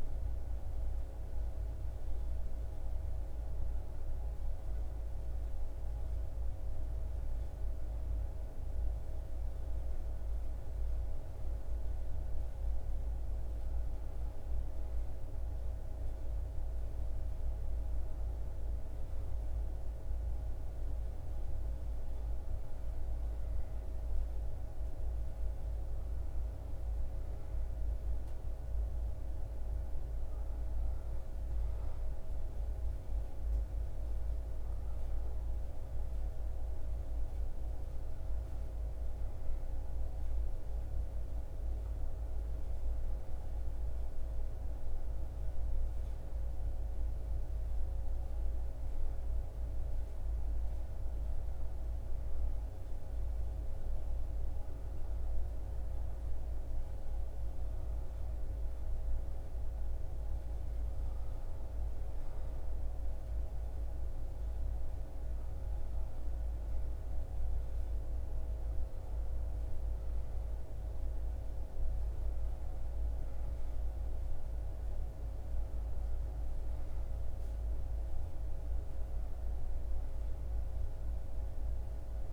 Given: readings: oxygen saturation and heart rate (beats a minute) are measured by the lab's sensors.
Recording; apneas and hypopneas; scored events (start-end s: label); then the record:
breathing in sleep, hard to hear, by a room microphone; none
none scored
From the record:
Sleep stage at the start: N2 (light sleep); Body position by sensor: on the back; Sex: male